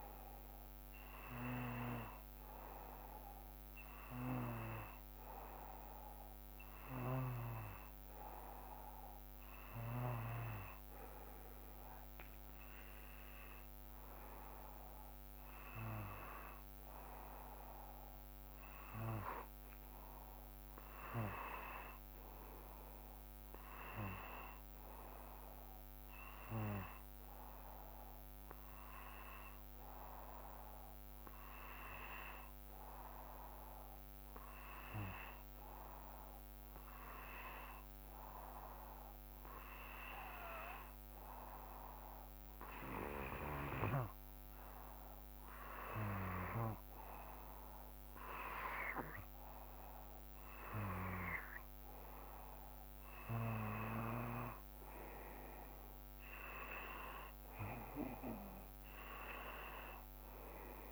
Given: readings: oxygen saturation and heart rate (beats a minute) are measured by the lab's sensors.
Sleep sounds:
breathing in sleep by a microphone on the trachea; none
none scored
From the record:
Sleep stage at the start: N2 (light sleep); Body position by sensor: on the back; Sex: male

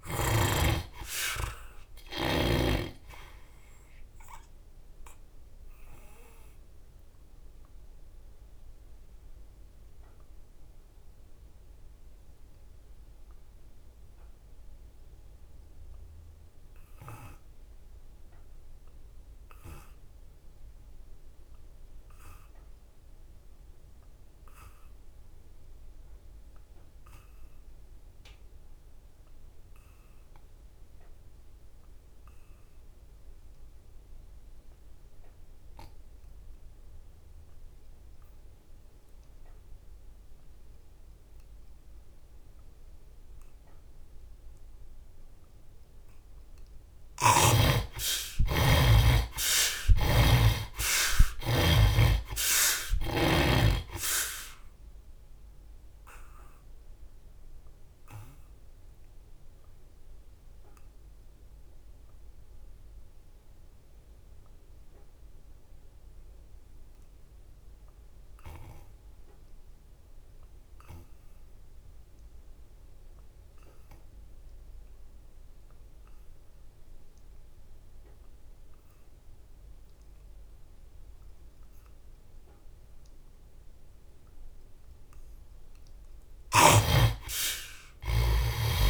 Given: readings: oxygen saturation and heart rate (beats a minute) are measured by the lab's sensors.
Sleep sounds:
breathing in sleep by a room microphone; 2
0.00-11.50 s: oxygen desaturation (device-marked, oxygen 57% lowest, heart rate 66 extreme)
3.00-45.00 s: obstructive apnea (oxygen 84% before, 55% lowest, heart rate 77 before, 66 extreme, up 18 after)
22.50-67.50 s: oxygen desaturation (device-marked, oxygen 98% before, 55% lowest, heart rate 74 before, 69 extreme)
46.50-53.00 s: snoring (device-marked)
47.50-51.00 s: arousal
54.00-84.50 s: obstructive apnea (oxygen 94% before, 55% lowest, heart rate 81 before, 69 extreme, up 14 after)
69.50-88.90 s: oxygen desaturation (device-marked, oxygen 96% before, 57% lowest, heart rate 85 before, 69 extreme)
From the record:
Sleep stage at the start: N2 (light sleep); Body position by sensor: on the back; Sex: male

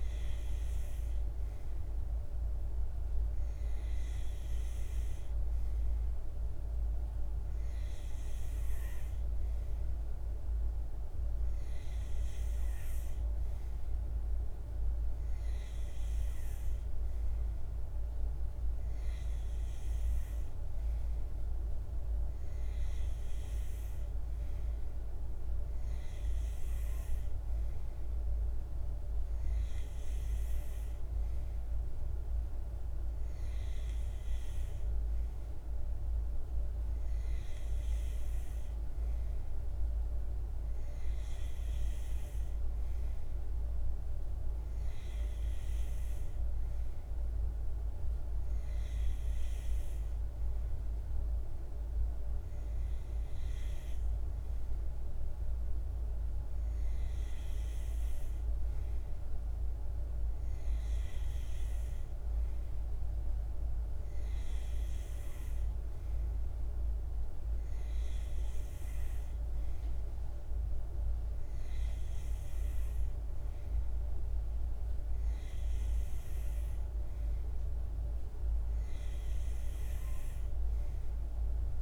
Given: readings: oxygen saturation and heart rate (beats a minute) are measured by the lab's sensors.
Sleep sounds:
breathing in sleep, hard to hear, by a room microphone; none
none scored
From the record:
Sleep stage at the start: N2 (light sleep); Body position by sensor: on the back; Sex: male

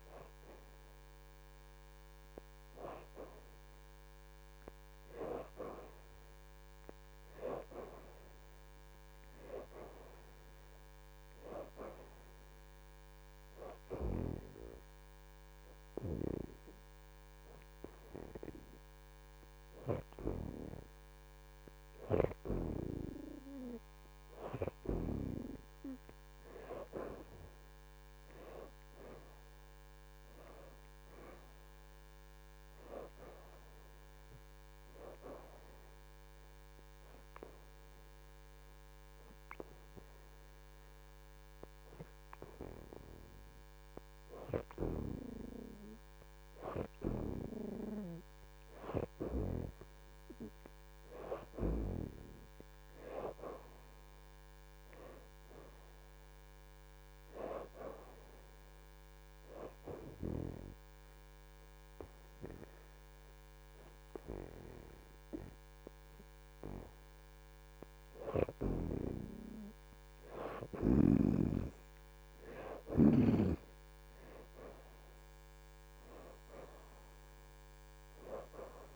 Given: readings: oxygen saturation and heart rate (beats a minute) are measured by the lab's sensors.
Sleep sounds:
breathing in sleep by a microphone on the trachea; 3
0.00-11.50 s: oxygen desaturation (device-marked, oxygen 62% lowest, heart rate 78 extreme)
14.00-24.00 s: hypopnea (oxygen 78% before, 61% lowest, heart rate 83 before, 78 extreme, up 4 after)
27.00-31.00 s: arousal
36.00-46.50 s: hypopnea (oxygen 77% before, 61% lowest, heart rate 83 before, 78 extreme, up 5 after)
37.50-52.50 s: oxygen desaturation (device-marked, oxygen 77% before, 61% lowest, heart rate 83 before, 78 extreme)
51.50-56.00 s: arousal
59.50-69.50 s: obstructive apnea (oxygen 78% before, 59% lowest, heart rate 82 before, 78 extreme, up 4 after)
60.50-77.50 s: oxygen desaturation (device-marked, oxygen 78% before, 62% lowest, heart rate 82 before, 78 extreme)
74.50-78.50 s: arousal
From the record:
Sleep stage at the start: N2 (light sleep); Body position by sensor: on the back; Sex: female

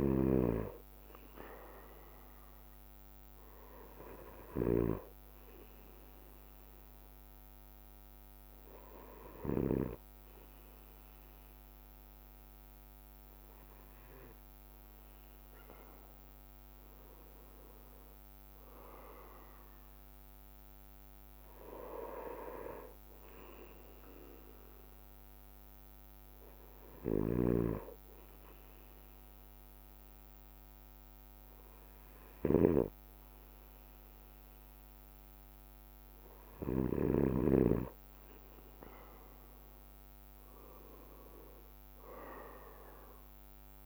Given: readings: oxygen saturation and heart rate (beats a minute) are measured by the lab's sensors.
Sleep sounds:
breathing in sleep by a microphone on the trachea; 1
0.00-3.50 s: drop in pulse transit time (device-marked, heart rate 57 extreme)
0.00-10.00 s: snoring (device-marked)
0.00-19.50 s: bradycardia (device-marked, heart rate 54 extreme)
8.00-18.50 s: hypopnea (oxygen 94% before, 93% lowest, heart rate 58 before, 54 extreme, up 6 after)
20.50-38.50 s: bradycardia (device-marked, heart rate 58 before, 55 extreme)
21.00-25.00 s: arousal
27.00-37.50 s: snoring (device-marked)
41.50-43.86 s: arousal
41.50-43.86 s: bradycardia (device-marked, heart rate 58 before, 55 extreme)
From the record:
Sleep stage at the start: N2 (light sleep); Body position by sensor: on the right side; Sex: male

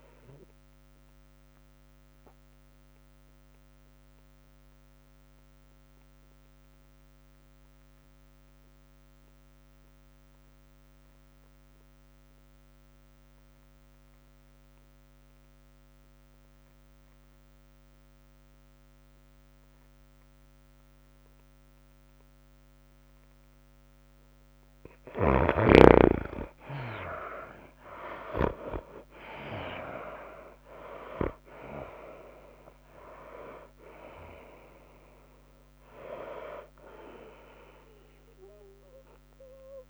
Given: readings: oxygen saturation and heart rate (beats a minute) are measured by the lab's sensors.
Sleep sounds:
breathing in sleep by a microphone on the trachea; 1
0.00-1.50 s: oxygen desaturation (device-marked, oxygen 64% lowest, heart rate 60 extreme)
0.00-6.50 s: tachycardia (device-marked, heart rate 111 extreme)
1.50-25.00 s: obstructive apnea (oxygen 97% before, 73% lowest, heart rate 105 before, 96 extreme, up 10 after)
19.50-39.90 s: oxygen desaturation (device-marked, oxygen 95% before, 73% lowest, heart rate 101 before, 97 extreme)
26.50-39.90 s: tachycardia (device-marked, heart rate 96 before, 108 extreme)
28.00-32.50 s: arousal
30.50-39.90 s: drop in pulse transit time (device-marked, heart rate 97 before, 103 extreme)
From the record:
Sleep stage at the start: N2 (light sleep); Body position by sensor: on the right side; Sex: female

